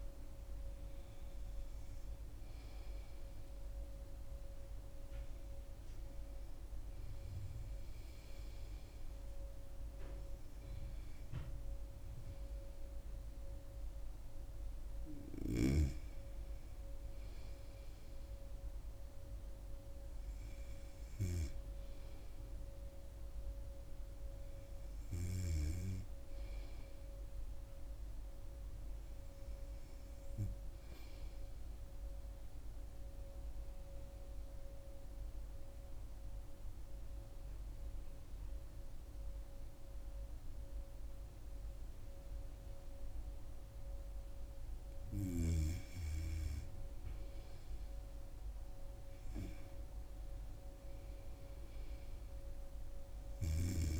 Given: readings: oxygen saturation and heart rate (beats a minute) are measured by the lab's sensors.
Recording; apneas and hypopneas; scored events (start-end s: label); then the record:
breathing in sleep by a room microphone; 1
21.00-24.50 s: arousal
32.00-44.50 s: obstructive apnea (oxygen 99% before, 90% lowest, heart rate 77 before, 74 extreme, up 6 after)
47.00-49.50 s: arousal
50.50-54.00 s: oxygen desaturation (device-marked, oxygen 97% before, 93% lowest, heart rate 75 before, 72 extreme)
From the record:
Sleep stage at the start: N2 (light sleep); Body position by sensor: on the right side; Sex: female